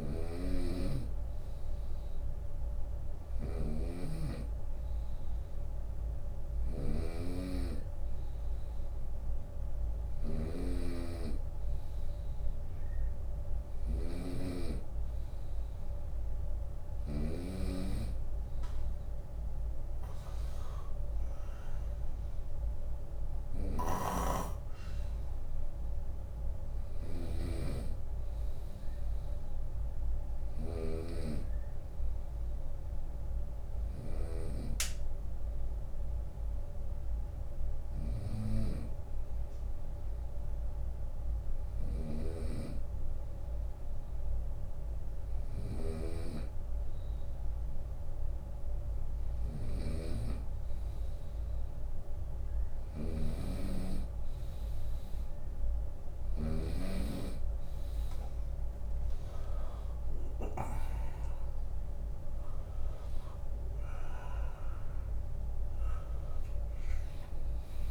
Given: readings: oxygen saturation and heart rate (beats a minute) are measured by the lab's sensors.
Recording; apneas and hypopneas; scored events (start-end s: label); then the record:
breathing in sleep by a room microphone; 1
0.00-16.50 s: snoring (device-marked)
5.00-14.00 s: drop in pulse transit time (device-marked, heart rate 75 before, 70 extreme)
18.00-31.00 s: drop in pulse transit time (device-marked, heart rate 75 before, 75 extreme)
22.50-33.50 s: snoring (device-marked)
26.00-29.50 s: arousal
33.00-46.00 s: hypopnea (oxygen 95% before, 94% lowest, heart rate 79 before, 58 extreme, up 17 after)
40.50-55.50 s: snoring (device-marked)
44.00-48.00 s: drop in pulse transit time (device-marked, heart rate 77 before, 85 extreme)
49.00-52.00 s: bradycardia (device-marked, heart rate 74 before, 68 extreme)
51.00-54.50 s: arousal
58.00-67.91 s: drop in pulse transit time (device-marked, heart rate 73 before, 70 extreme)
From the record:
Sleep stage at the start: N2 (light sleep); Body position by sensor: on the right side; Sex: male